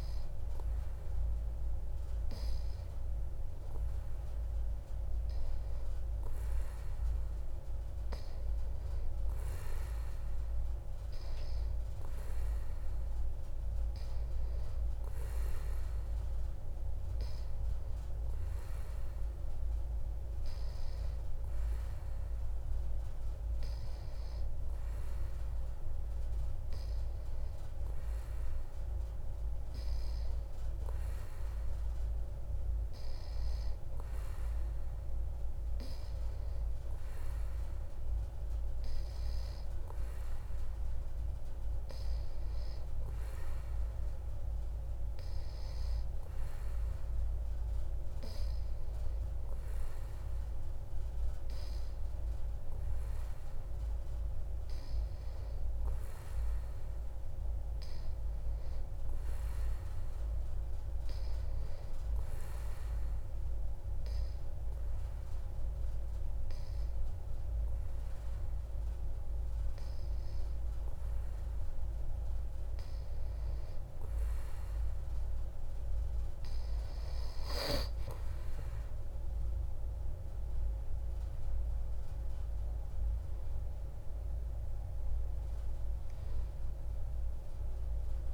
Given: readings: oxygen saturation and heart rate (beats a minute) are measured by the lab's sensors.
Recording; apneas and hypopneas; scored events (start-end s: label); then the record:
breathing in sleep, hard to hear, by a room microphone; none
none scored
From the record:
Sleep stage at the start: N3 (deep sleep); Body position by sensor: on the back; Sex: male